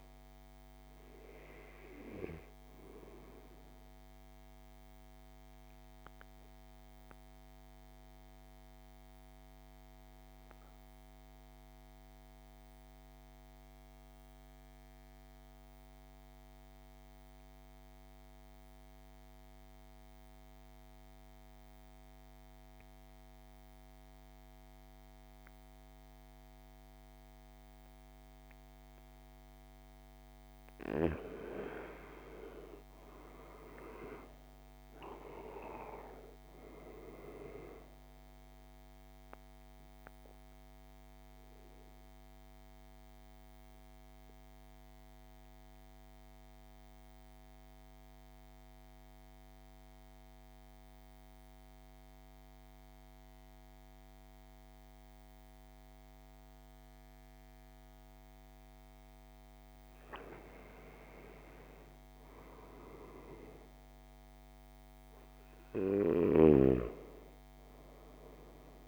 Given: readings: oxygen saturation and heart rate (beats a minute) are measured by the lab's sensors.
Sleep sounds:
breathing in sleep by a microphone on the trachea; 2
0.00-21.50 s: oxygen desaturation (device-marked, oxygen 86% lowest, heart rate 49 extreme)
4.00-29.00 s: obstructive apnea (oxygen 98% before, 84% lowest, heart rate 61 before, 49 extreme, up 9 after)
29.50-59.50 s: oxygen desaturation (device-marked, oxygen 99% before, 84% lowest, heart rate 53 before, 49 extreme)
31.00-34.50 s: arousal
38.00-58.50 s: obstructive apnea (oxygen 99% before, 84% lowest, heart rate 56 before, 49 extreme, up 10 after)
60.50-64.50 s: arousal
From the record:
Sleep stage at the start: N2 (light sleep); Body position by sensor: on the right side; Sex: male

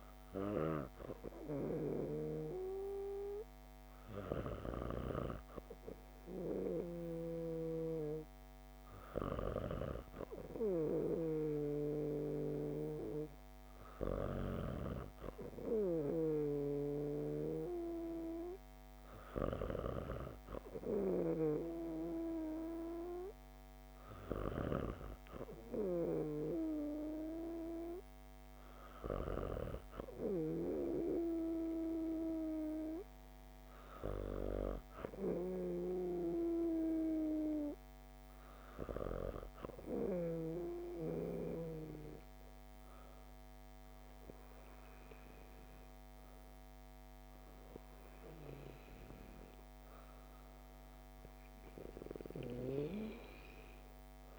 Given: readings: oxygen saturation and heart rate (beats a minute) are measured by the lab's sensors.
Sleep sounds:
breathing in sleep by a microphone on the trachea; none
0.00-14.50 s: snoring (device-marked)
From the record:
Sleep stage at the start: N2 (light sleep); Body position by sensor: on the back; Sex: female

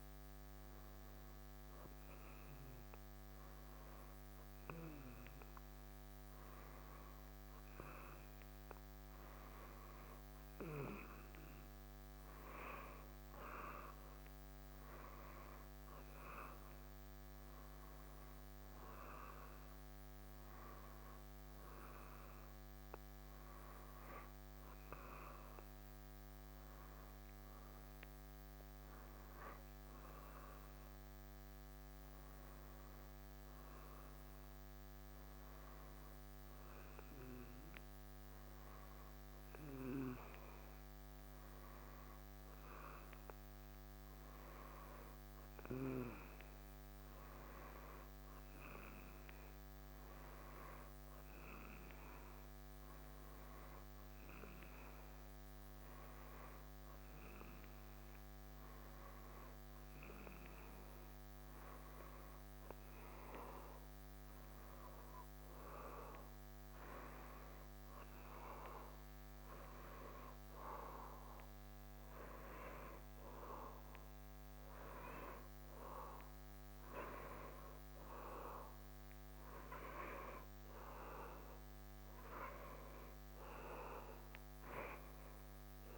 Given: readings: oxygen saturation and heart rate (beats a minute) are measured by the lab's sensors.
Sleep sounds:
breathing in sleep by a microphone on the trachea; none
31.00-34.50 s: arousal
From the record:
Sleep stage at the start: N2 (light sleep); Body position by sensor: on the back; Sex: male

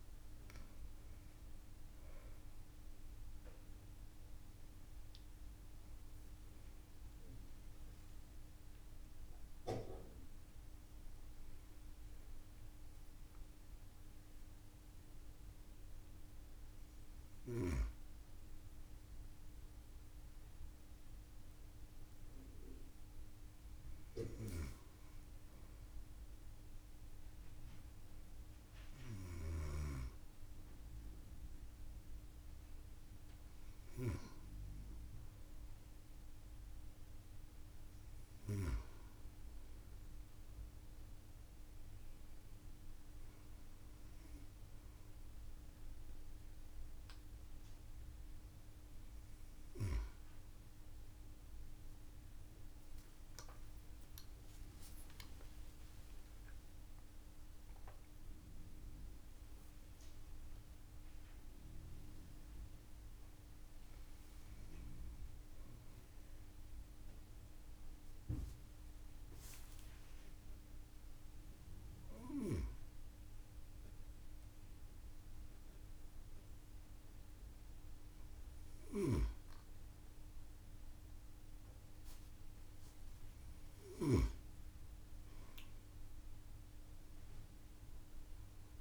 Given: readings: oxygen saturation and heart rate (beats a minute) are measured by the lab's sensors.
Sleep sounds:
breathing in sleep by a room microphone; none
53.50-58.00 s: arousal
From the record:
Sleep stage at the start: N2 (light sleep); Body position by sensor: on the right side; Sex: female

